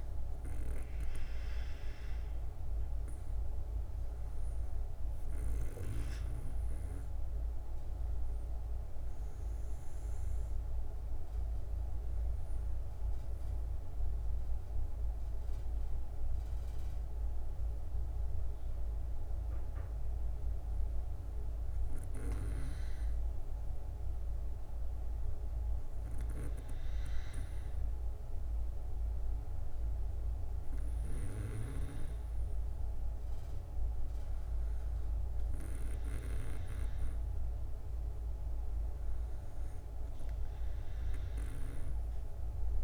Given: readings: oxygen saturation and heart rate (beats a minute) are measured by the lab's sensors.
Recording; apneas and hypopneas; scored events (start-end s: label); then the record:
breathing in sleep by a room microphone; none
none scored
From the record:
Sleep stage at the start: N2 (light sleep); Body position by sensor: on the back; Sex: female